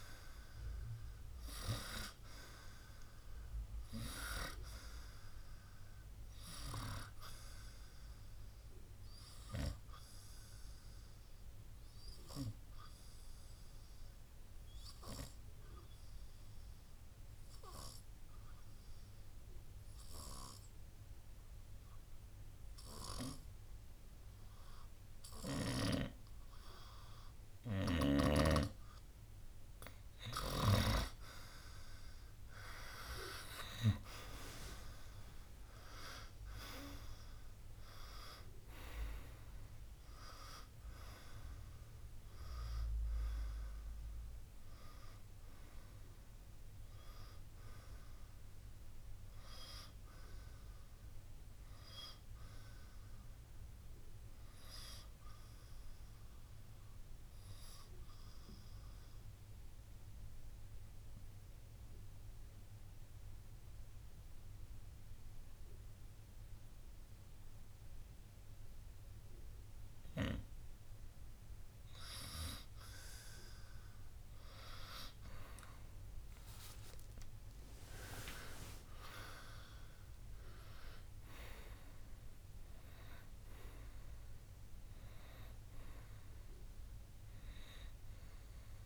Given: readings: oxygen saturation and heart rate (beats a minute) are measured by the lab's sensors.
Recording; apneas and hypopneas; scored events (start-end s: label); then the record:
breathing in sleep by a room microphone; 2
2.00-17.00 s: oxygen desaturation (device-marked, oxygen 96% before, 92% lowest, heart rate 62 before, 58 extreme)
7.50-28.50 s: obstructive apnea (oxygen 97% before, 91% lowest, heart rate 63 before, 58 extreme, up 10 after)
31.50-34.00 s: arousal
39.00-48.00 s: oxygen desaturation (device-marked, oxygen 95% before, 92% lowest, heart rate 63 before, 60 extreme)
55.50-71.00 s: obstructive apnea (oxygen 95% before, 91% lowest, heart rate 67 before, 60 extreme, up 5 after)
76.50-80.50 s: arousal
From the record:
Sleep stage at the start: N2 (light sleep); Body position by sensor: on the right side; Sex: male